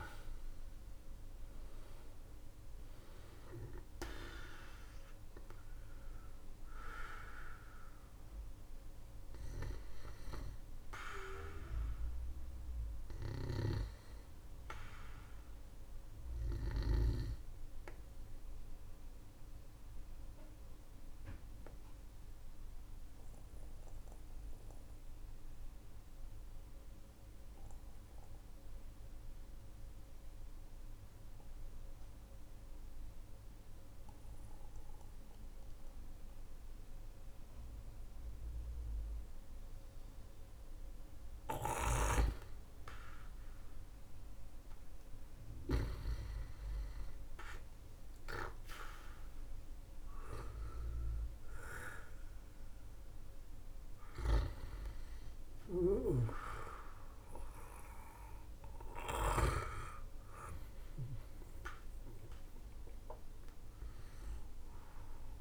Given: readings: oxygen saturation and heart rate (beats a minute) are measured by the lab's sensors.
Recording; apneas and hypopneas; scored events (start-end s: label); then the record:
breathing in sleep by a room microphone; 1
0.00-30.00 s: oxygen desaturation (device-marked, oxygen 90% lowest, heart rate 44 extreme)
13.00-16.50 s: snoring (device-marked)
18.50-41.50 s: mixed apnea (oxygen 98% before, 90% lowest, heart rate 55 before, 45 extreme, up 19 after)
41.50-45.50 s: snoring (device-marked)
43.00-46.50 s: arousal
49.00-65.41 s: oxygen desaturation (device-marked, oxygen 99% before, 93% lowest, heart rate 59 before, 45 extreme)
55.00-61.00 s: snoring (device-marked)
From the record:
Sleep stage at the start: N2 (light sleep); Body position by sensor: on the back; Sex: male